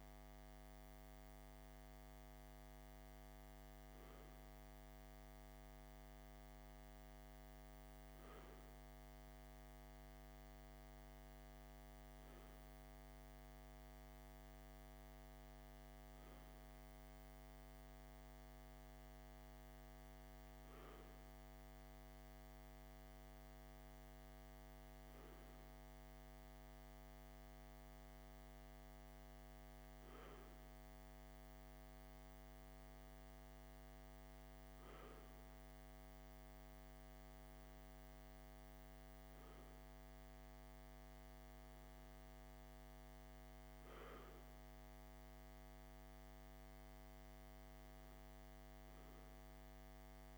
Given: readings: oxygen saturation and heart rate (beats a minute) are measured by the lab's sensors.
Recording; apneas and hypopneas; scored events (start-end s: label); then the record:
breathing in sleep, hard to hear, by a microphone on the trachea; none
none scored
From the record:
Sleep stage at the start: REM sleep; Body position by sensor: on the left side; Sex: male